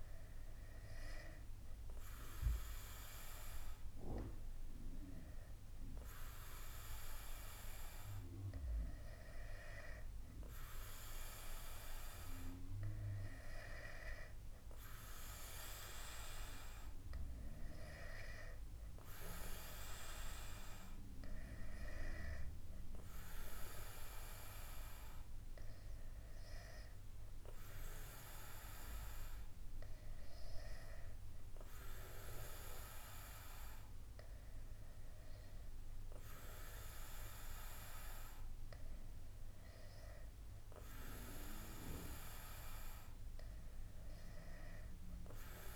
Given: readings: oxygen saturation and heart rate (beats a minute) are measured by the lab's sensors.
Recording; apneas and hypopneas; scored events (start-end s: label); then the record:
breathing in sleep by a room microphone; none
none scored
From the record:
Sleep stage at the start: N2 (light sleep); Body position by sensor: on the back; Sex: male